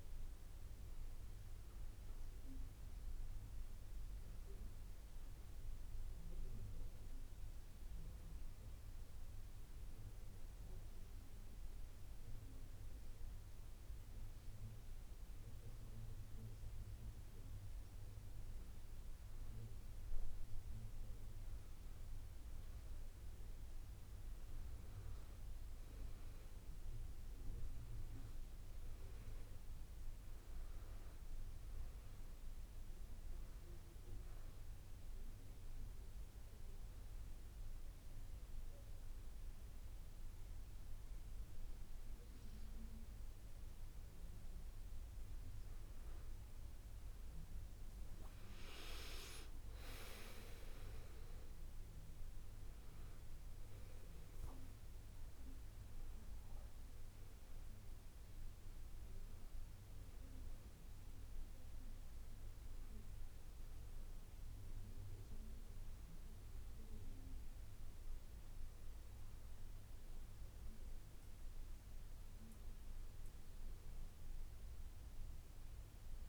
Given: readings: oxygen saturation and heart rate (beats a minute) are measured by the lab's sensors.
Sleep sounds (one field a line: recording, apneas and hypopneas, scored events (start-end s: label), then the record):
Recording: breathing in sleep, hard to hear, by a room microphone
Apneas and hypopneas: 2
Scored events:
0.00-15.00 s: oxygen desaturation (device-marked, oxygen 89% lowest)
9.00-20.00 s: obstructive apnea (oxygen 95% before, 89% lowest)
22.00-26.50 s: arousal
28.00-46.00 s: oxygen desaturation (device-marked, oxygen 97% before, 91% lowest)
35.50-46.50 s: obstructive apnea (oxygen 98% before, 89% lowest)
48.50-51.50 s: arousal
53.00-74.00 s: oxygen desaturation (device-marked, oxygen 94% before, 89% lowest)
From the record:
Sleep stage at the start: N2 (light sleep)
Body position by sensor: on the back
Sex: female